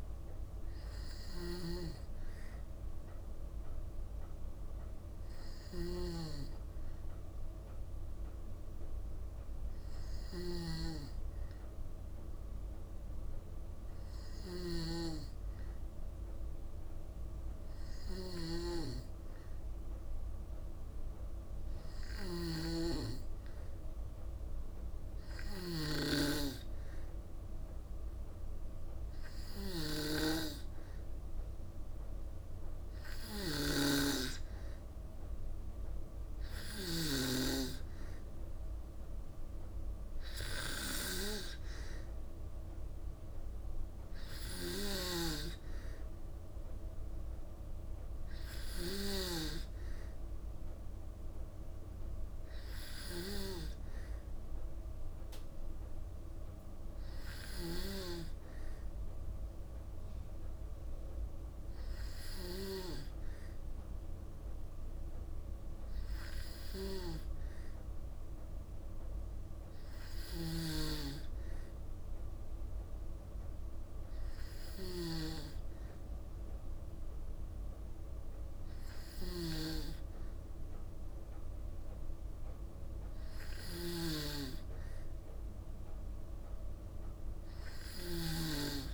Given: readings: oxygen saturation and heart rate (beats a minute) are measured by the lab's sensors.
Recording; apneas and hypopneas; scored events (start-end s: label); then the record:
breathing in sleep by a room microphone; none
0.00-25.50 s: snoring (device-marked)
33.00-36.50 s: snoring (device-marked)
44.00-49.00 s: snoring (device-marked)
69.50-88.00 s: snoring (device-marked)
From the record:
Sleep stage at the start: N2 (light sleep); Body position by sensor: on the back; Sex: female